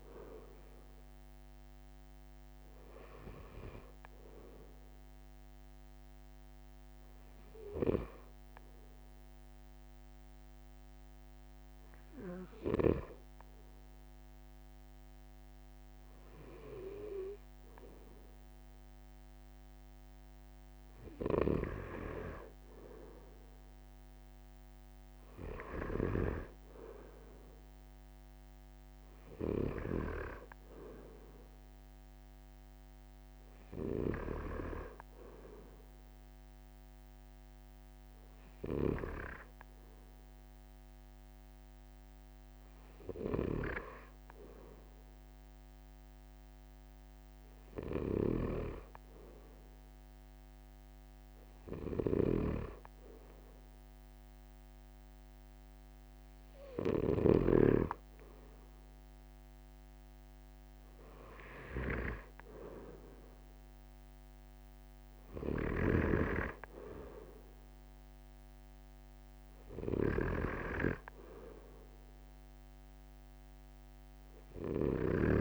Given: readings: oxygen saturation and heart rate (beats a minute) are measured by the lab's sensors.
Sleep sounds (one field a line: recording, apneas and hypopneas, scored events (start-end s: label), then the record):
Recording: breathing in sleep by a microphone on the trachea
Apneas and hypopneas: none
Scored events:
48.00-57.00 s: snoring (device-marked)
From the record:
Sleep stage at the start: N2 (light sleep)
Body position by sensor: on the right side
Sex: male